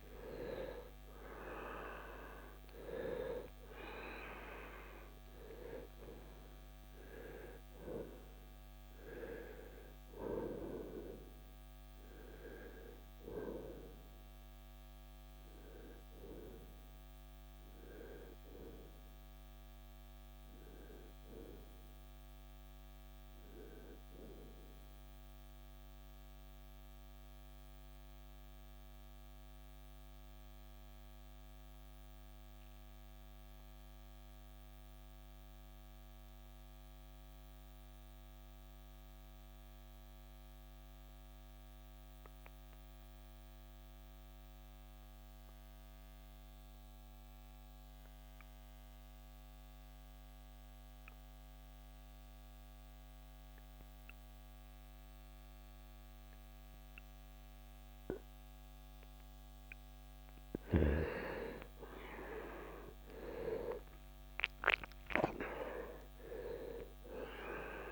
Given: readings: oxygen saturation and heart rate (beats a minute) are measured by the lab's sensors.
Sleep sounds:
breathing in sleep by a microphone on the trachea; 1
0.00-2.00 s: arousal
0.00-34.00 s: oxygen desaturation (device-marked, oxygen 83% lowest, heart rate 63 extreme)
25.00-58.50 s: mixed apnea (oxygen 95% before, 80% lowest, heart rate 83 before, 63 extreme, up 10 after)
54.00-67.92 s: oxygen desaturation (device-marked, oxygen 98% before, 80% lowest, heart rate 71 before, 58 extreme)
61.00-66.00 s: arousal
From the record:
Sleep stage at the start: N2 (light sleep); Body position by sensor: on the right side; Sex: male

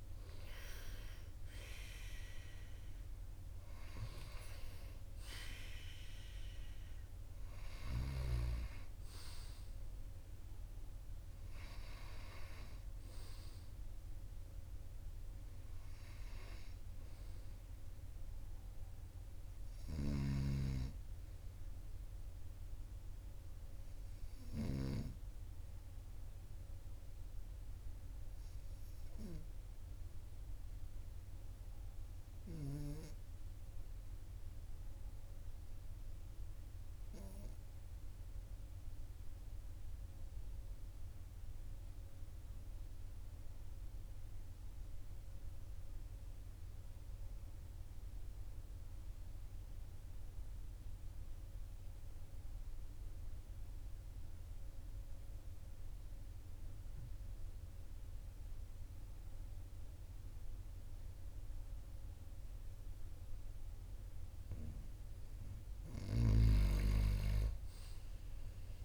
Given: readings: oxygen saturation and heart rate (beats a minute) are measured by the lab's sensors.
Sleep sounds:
breathing in sleep by a room microphone; 1
33.00-64.50 s: obstructive apnea (oxygen 99% before, 94% lowest, heart rate 44 before, 42 extreme, up 3 after)
57.00-68.84 s: oxygen desaturation (device-marked, oxygen 98% before, 95% lowest, heart rate 43 before, 43 extreme)
65.50-68.84 s: snoring (device-marked)
66.50-68.84 s: arousal
From the record:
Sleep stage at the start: N2 (light sleep); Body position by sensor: on the right side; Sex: male

